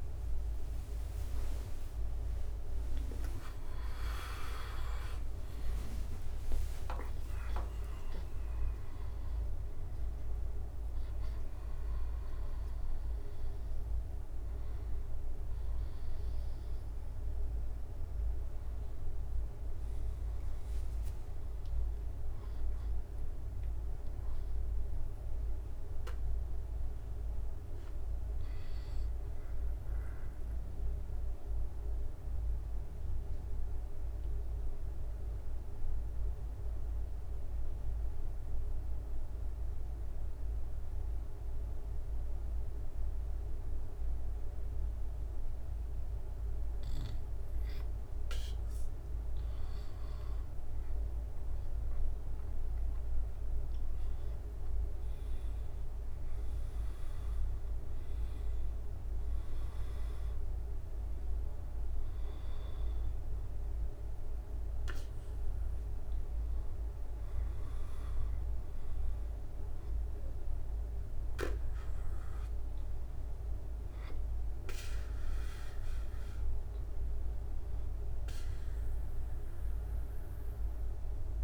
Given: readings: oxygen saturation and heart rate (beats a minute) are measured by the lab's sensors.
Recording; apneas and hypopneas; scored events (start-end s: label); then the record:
a person partly awake in a sleep study, hard to hear, by a room microphone; 1
0.00-1.50 s: long interval between heartbeats (device-marked, heart rate 71 extreme)
0.00-13.50 s: drop in pulse transit time (device-marked, heart rate 58 extreme)
0.50-10.50 s: tachycardia (device-marked, heart rate 67 before, 134 extreme)
1.50-3.50 s: long interval between heartbeats (device-marked, heart rate 66 before, 89 extreme)
6.00-8.00 s: long interval between heartbeats (device-marked, heart rate 72 before, 114 extreme)
22.50-81.43 s: new sleep stage, N2 (light sleep)
30.50-48.00 s: obstructive apnea (oxygen 98% before, 95% lowest, heart rate 99 before, 67 extreme, up 17 after)
50.00-53.50 s: arousal
From the record:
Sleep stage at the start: awake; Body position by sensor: on the back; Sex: male